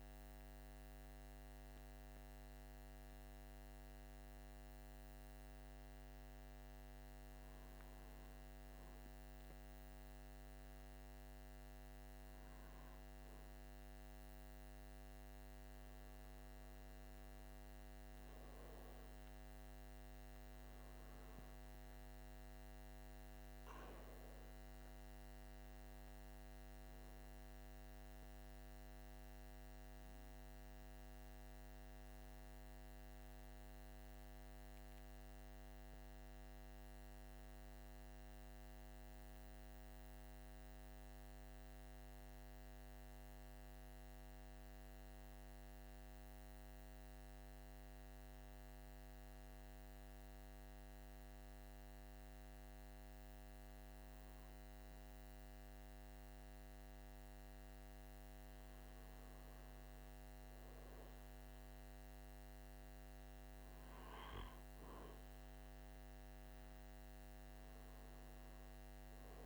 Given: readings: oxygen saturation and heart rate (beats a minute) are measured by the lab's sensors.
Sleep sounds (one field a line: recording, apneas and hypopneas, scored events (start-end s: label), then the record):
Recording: breathing in sleep, hard to hear, by a microphone on the trachea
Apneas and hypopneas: none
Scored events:
65.00-69.45 s: new sleep stage, N2 (light sleep)
65.50-69.45 s: arousal
From the record:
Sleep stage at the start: N1 (lightest sleep)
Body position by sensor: on the back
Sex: male